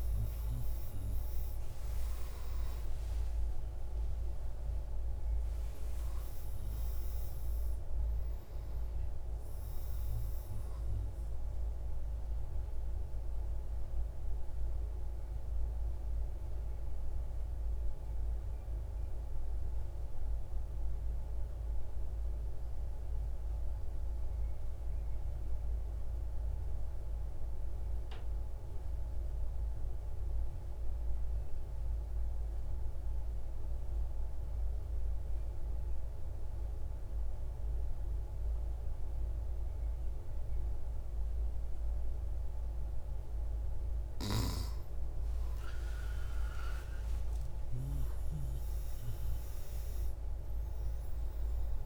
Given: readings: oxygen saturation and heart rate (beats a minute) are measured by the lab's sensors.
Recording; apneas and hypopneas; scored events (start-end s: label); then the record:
breathing in sleep, hard to hear, by a room microphone; 1
0.00-22.00 s: oxygen desaturation (device-marked, oxygen 85% lowest)
11.50-43.00 s: central apnea (oxygen 95% before, 85% lowest, heart rate 73 before, 63 extreme)
43.00-51.86 s: oxygen desaturation (device-marked, oxygen 98% before, 91% lowest, heart rate 114 before, 74 extreme)
45.00-50.50 s: arousal
From the record:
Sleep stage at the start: N2 (light sleep); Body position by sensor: on the right side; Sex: male